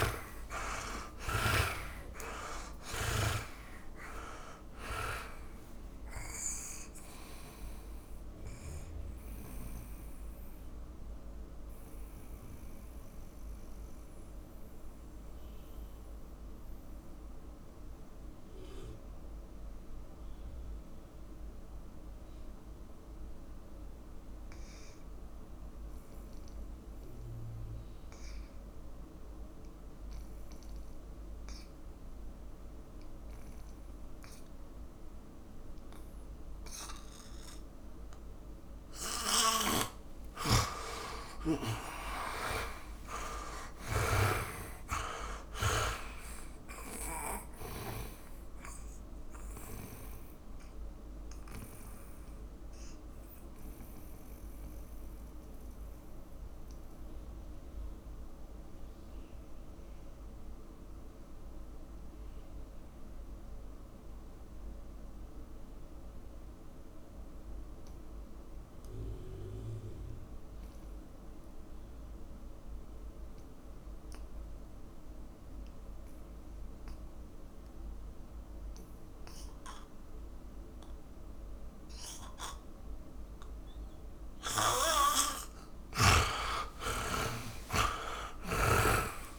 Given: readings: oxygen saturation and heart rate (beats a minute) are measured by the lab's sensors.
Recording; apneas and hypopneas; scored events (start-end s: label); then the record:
breathing in sleep by a room microphone; 2
0.00-1.50 s: arousal
0.00-3.50 s: snoring (device-marked)
0.00-5.50 s: tachycardia (device-marked, heart rate 167 extreme)
0.00-10.50 s: oxygen desaturation (device-marked, oxygen 89% lowest, heart rate 50 extreme)
9.50-38.50 s: mixed apnea (oxygen 100% before, 79% lowest, heart rate 91 before, 52 extreme, up 34 after)
12.50-29.50 s: oxygen desaturation (device-marked, oxygen 92% before, 79% lowest, heart rate 93 before, 52 extreme)
35.50-45.50 s: oxygen desaturation (device-marked, oxygen 100% before, 92% lowest, heart rate 58 before, 54 extreme)
39.50-44.50 s: snoring (device-marked)
41.00-44.50 s: arousal
51.00-85.00 s: mixed apnea (oxygen 100% before, 77% lowest, heart rate 65 before, 45 extreme)
52.50-72.50 s: oxygen desaturation (device-marked, oxygen 94% before, 81% lowest, heart rate 67 before, 45 extreme)
78.50-89.39 s: oxygen desaturation (device-marked, oxygen 99% before, 77% lowest, heart rate 56 before, 45 extreme)
86.50-89.39 s: arousal
From the record:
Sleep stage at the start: N2 (light sleep); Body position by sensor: on the back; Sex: male